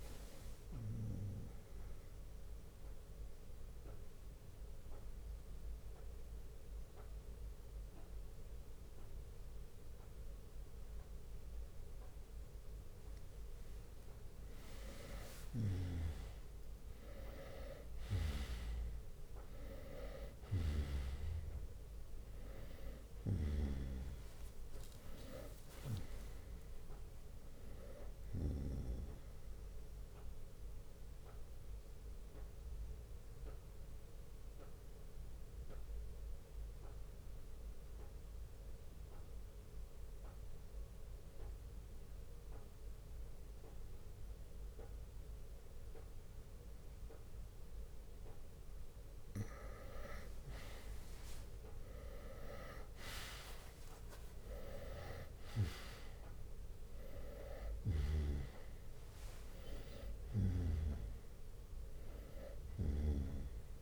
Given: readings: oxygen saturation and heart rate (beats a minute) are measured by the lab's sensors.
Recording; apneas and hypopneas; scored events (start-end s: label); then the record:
breathing in sleep by a room microphone; 2
2.00-15.00 s: mixed apnea (oxygen 98% before, 90% lowest, heart rate 67 before, 61 extreme, up 15 after)
16.00-43.00 s: oxygen desaturation (device-marked, oxygen 97% before, 91% lowest, heart rate 64 before, 59 extreme)
17.00-21.50 s: arousal
17.00-34.00 s: drop in pulse transit time (device-marked, heart rate 64 before, 65 extreme)
22.50-24.50 s: long interval between heartbeats (device-marked, heart rate 64 before, 76 extreme)
30.00-49.00 s: mixed apnea (oxygen 97% before, 90% lowest, heart rate 68 before, 59 extreme, up 10 after)
40.00-44.00 s: bradycardia (device-marked, heart rate 71 before, 59 extreme)
42.00-63.81 s: new sleep stage, N2 (light sleep)
51.00-56.00 s: arousal
54.00-63.81 s: drop in pulse transit time (device-marked, heart rate 61 before, 67 extreme)
54.00-63.81 s: oxygen desaturation (device-marked, oxygen 98% before, 90% lowest, heart rate 61 before, 55 extreme)
From the record:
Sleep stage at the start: N1 (lightest sleep); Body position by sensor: on the right side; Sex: male